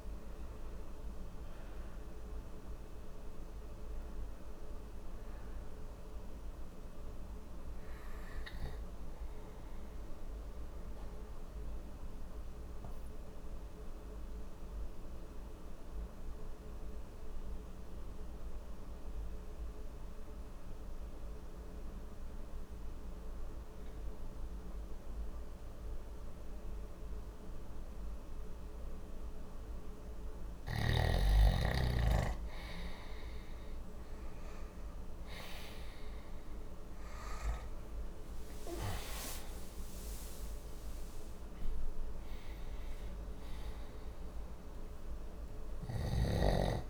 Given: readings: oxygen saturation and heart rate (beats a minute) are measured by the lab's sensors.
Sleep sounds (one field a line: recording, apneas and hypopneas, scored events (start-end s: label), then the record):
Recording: breathing in sleep by a room microphone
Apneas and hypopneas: 1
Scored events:
9.50-29.50 s: obstructive apnea (oxygen 94% before, 92% lowest, heart rate 78 before, 59 extreme, up 3 after)
33.50-39.00 s: arousal
36.00-46.90 s: oxygen desaturation (device-marked, oxygen 97% before, 93% lowest, heart rate 61 before, 59 extreme)
From the record:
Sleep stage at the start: N2 (light sleep)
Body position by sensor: on the back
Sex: male